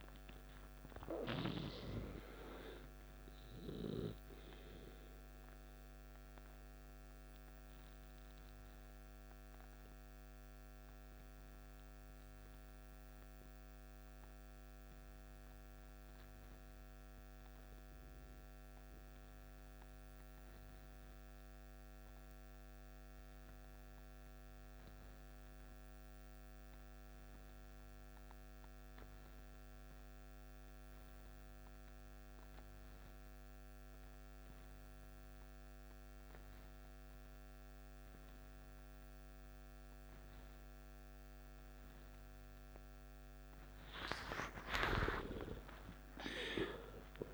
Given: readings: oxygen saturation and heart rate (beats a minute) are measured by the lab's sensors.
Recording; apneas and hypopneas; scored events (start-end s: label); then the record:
breathing in sleep by a microphone on the trachea; 1
0.00-22.50 s: oxygen desaturation (device-marked, oxygen 87% lowest, heart rate 52 extreme)
5.00-43.00 s: mixed apnea (oxygen 97% before, 87% lowest, heart rate 63 before, 52 extreme, up 15 after)
38.50-47.33 s: oxygen desaturation (device-marked, oxygen 98% before, 88% lowest, heart rate 55 before, 52 extreme)
44.50-47.33 s: arousal
From the record:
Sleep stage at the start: N2 (light sleep); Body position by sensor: on the back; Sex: male